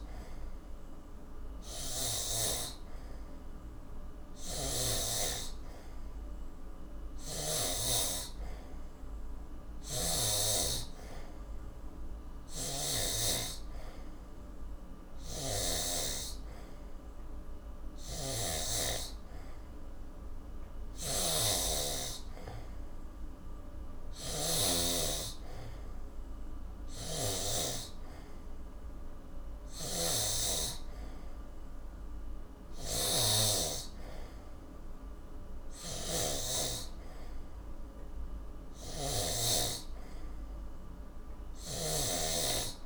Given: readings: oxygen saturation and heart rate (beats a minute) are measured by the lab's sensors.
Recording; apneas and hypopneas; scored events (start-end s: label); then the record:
breathing in sleep by a room microphone; none
0.00-5.00 s: snoring (device-marked)
9.50-16.00 s: snoring (device-marked)
18.00-27.50 s: snoring (device-marked)
29.50-42.86 s: snoring (device-marked)
From the record:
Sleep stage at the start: N3 (deep sleep); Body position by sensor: on the back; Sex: male